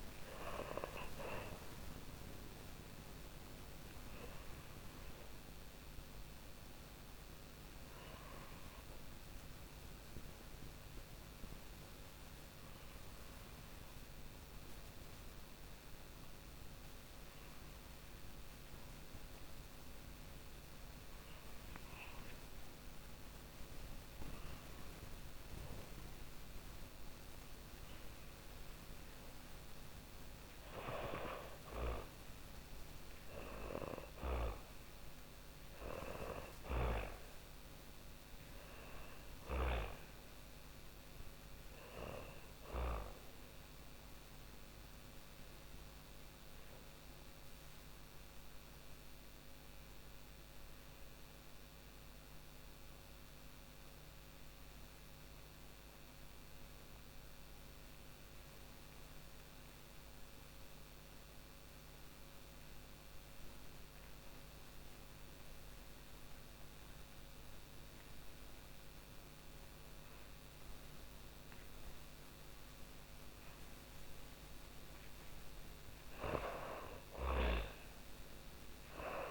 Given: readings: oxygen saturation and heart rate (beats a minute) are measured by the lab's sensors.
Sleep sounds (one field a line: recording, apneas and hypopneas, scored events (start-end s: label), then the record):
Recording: breathing in sleep by a microphone on the trachea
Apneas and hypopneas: 2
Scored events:
0.00-14.50 s: oxygen desaturation (device-marked, oxygen 84% lowest)
5.50-29.50 s: obstructive apnea (oxygen 97% before, 84% lowest, heart rate 86 before, 38 extreme, up 22 after)
32.00-35.50 s: arousal
33.50-48.50 s: oxygen desaturation (device-marked, oxygen 98% before, 94% lowest, heart rate 49 before, 36 extreme)
41.00-70.50 s: obstructive apnea (oxygen 99% before, 88% lowest, heart rate 56 before, 36 extreme)
67.50-79.31 s: oxygen desaturation (device-marked, oxygen 98% before, 88% lowest, heart rate 50 before, 54 extreme)
72.50-76.00 s: arousal
From the record:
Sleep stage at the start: N2 (light sleep)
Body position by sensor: on the back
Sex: female